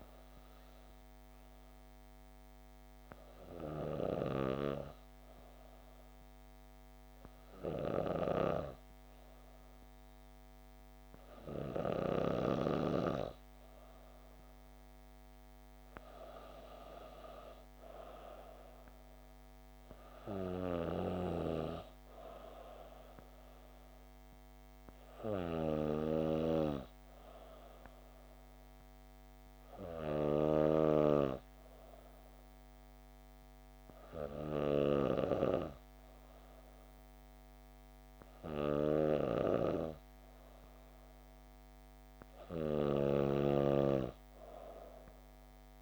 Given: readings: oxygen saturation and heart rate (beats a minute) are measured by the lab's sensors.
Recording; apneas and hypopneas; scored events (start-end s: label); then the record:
breathing in sleep by a microphone on the trachea; 1
0.50-14.00 s: hypopnea (oxygen 96% before, 95% lowest, heart rate 66 before, 64 extreme, up 3 after)
16.00-20.00 s: arousal
From the record:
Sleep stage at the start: N2 (light sleep); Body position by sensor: on the back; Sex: female